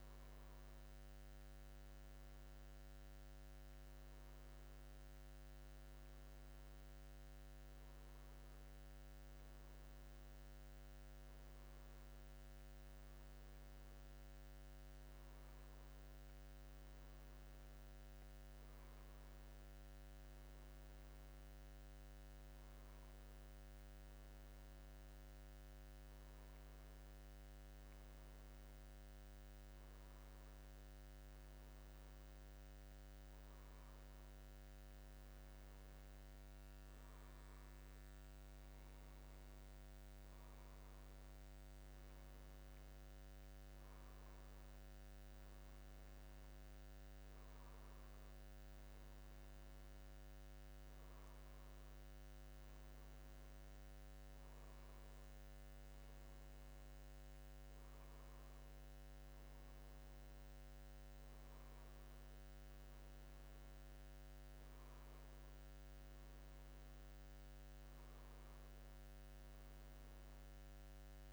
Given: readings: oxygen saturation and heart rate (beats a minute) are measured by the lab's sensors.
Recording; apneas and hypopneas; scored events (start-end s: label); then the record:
breathing in sleep, hard to hear, by a microphone on the trachea; none
none scored
From the record:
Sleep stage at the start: N1 (lightest sleep); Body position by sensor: on the back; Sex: male